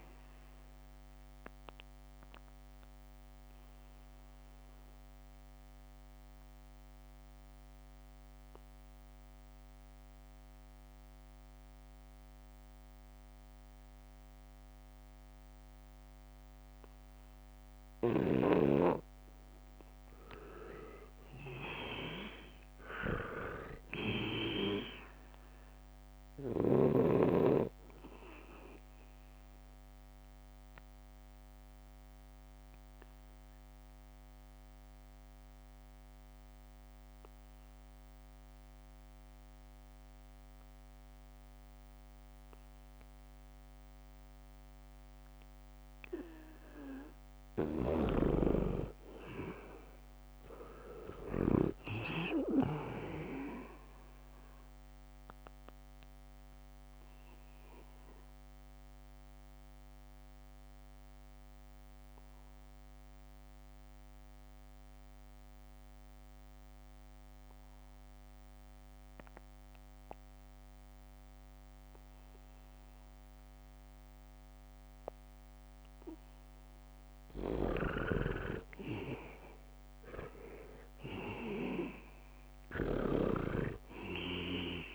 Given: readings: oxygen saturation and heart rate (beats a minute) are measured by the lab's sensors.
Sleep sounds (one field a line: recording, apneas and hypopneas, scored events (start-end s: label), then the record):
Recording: breathing in sleep by a microphone on the trachea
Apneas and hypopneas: 3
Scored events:
0.00-16.00 s: oxygen desaturation (device-marked, oxygen 83% lowest, heart rate 74 extreme)
5.00-18.00 s: obstructive apnea (oxygen 98% before, 82% lowest, heart rate 79 before, 74 extreme, up 1 after)
20.00-23.00 s: arousal
23.50-26.00 s: leg movement (device-marked)
24.00-42.00 s: oxygen desaturation (device-marked, oxygen 98% before, 84% lowest, heart rate 79 before, 74 extreme)
27.00-33.00 s: leg movement (device-marked)
28.00-46.50 s: obstructive apnea (oxygen 98% before, 81% lowest, heart rate 79 before, 75 extreme, up 5 after)
47.00-74.00 s: oxygen desaturation (device-marked, oxygen 98% before, 82% lowest, heart rate 76 before, 75 extreme)
48.00-52.50 s: snoring (device-marked)
50.00-53.00 s: arousal
59.50-77.00 s: obstructive apnea (oxygen 98% before, 81% lowest, heart rate 77 before, 75 extreme, up 2 after)
76.00-84.95 s: oxygen desaturation (device-marked, oxygen 98% before, 81% lowest, heart rate 78 before, 75 extreme)
78.00-84.95 s: leg movement (device-marked)
78.50-84.00 s: snoring (device-marked)
79.00-81.50 s: arousal
From the record:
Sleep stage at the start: N2 (light sleep)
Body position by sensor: on the back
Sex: male